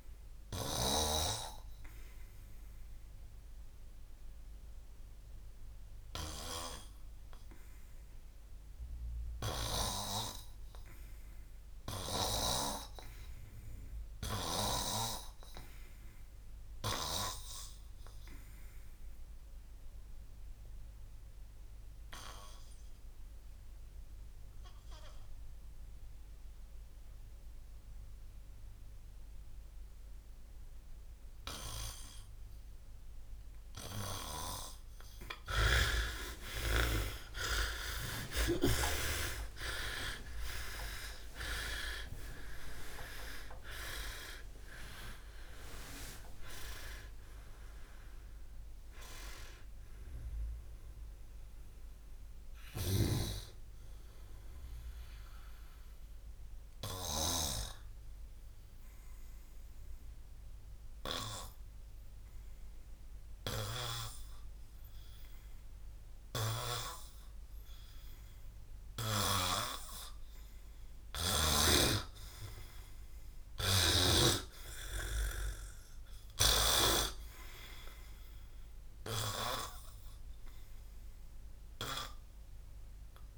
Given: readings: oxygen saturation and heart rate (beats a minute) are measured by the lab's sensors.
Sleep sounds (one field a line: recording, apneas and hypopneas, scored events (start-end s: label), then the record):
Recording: breathing in sleep by a room microphone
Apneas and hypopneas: 2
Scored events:
0.00-1.00 s: snoring (device-marked)
0.00-2.00 s: arousal
2.00-9.00 s: oxygen desaturation (device-marked, oxygen 93% before, 89% lowest, heart rate 65 before, 54 extreme)
20.50-35.50 s: obstructive apnea (oxygen 99% before, 87% lowest, heart rate 61 before, 53 extreme)
26.00-39.00 s: oxygen desaturation (device-marked, oxygen 97% before, 88% lowest, heart rate 60 before, 53 extreme)
35.50-39.00 s: snoring (device-marked)
37.00-42.50 s: arousal
55.00-63.00 s: oxygen desaturation (device-marked, oxygen 91% before, 87% lowest, heart rate 127 before, 61 extreme)
59.50-69.50 s: hypopnea (oxygen 91% before, 86% lowest, heart rate 121 before, 59 extreme, up 6 after)
72.00-75.50 s: arousal
From the record:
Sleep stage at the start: N2 (light sleep)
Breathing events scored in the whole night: 338 in 4.0 hours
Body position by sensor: on the back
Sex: male